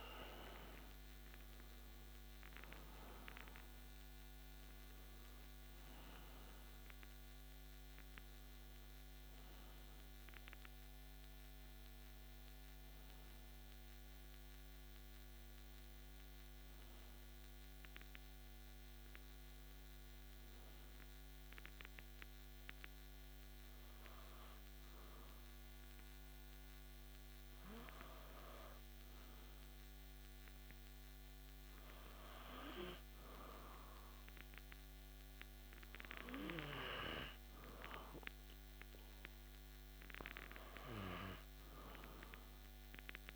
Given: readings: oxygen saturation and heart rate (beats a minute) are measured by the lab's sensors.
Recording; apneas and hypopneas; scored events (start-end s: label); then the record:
breathing in sleep by a microphone on the trachea; 1
17.00-30.00 s: hypopnea (oxygen 95% before, 94% lowest)
33.00-37.00 s: arousal
From the record:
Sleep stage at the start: N2 (light sleep); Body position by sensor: on the back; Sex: male